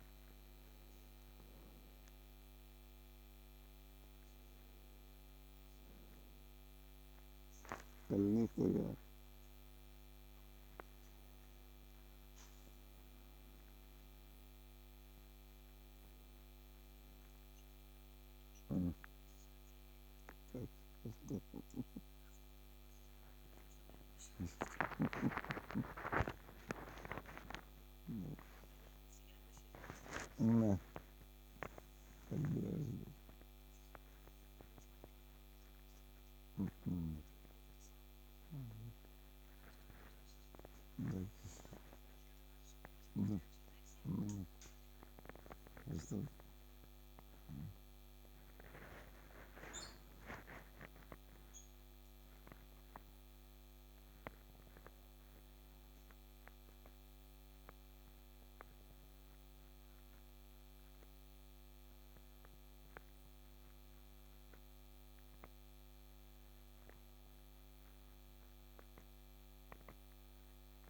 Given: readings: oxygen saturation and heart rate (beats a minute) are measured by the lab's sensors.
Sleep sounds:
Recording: a person awake in a sleep study, by a microphone on the trachea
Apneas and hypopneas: none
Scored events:
25.00-30.50 s: snoring (device-marked)
32.50-44.00 s: snoring (device-marked)
48.00-70.90 s: new sleep stage, N1 (lightest sleep)
From the record:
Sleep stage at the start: awake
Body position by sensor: on the back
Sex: male

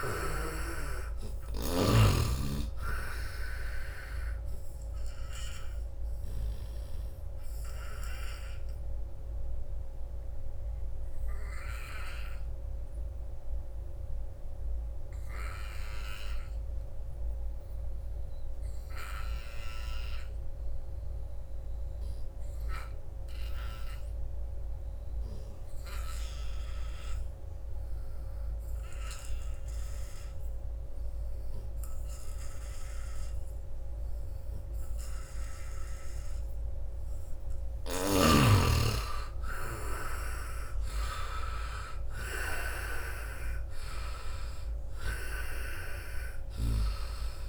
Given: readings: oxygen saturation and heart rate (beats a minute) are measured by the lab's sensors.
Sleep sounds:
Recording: breathing in sleep by a room microphone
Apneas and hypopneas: 1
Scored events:
0.00-16.50 s: oxygen desaturation (device-marked, oxygen 75% lowest, heart rate 68 extreme)
6.00-36.50 s: obstructive apnea (oxygen 98% before, 75% lowest, heart rate 78 before, 68 extreme, up 6 after)
28.50-47.49 s: oxygen desaturation (device-marked, oxygen 98% before, 75% lowest, heart rate 83 before, 68 extreme)
38.00-41.50 s: arousal
46.00-47.49 s: snoring (device-marked)
From the record:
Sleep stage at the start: N2 (light sleep)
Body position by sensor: on the front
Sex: male

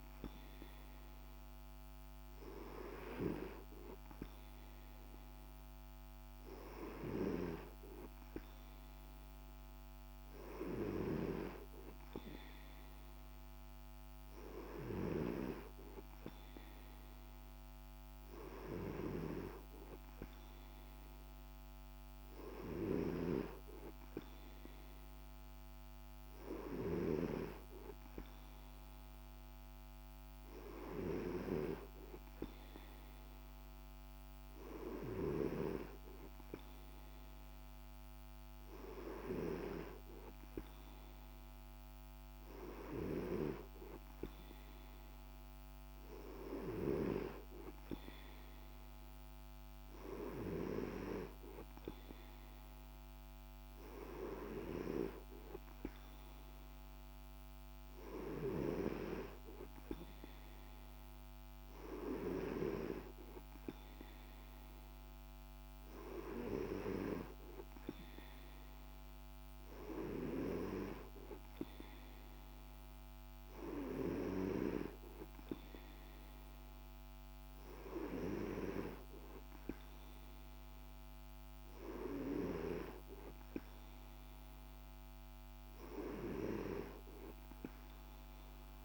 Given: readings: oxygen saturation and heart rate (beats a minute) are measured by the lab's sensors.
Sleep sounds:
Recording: breathing in sleep by a microphone on the trachea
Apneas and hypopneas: none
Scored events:
none scored
From the record:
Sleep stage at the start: N2 (light sleep)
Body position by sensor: on the right side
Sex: male

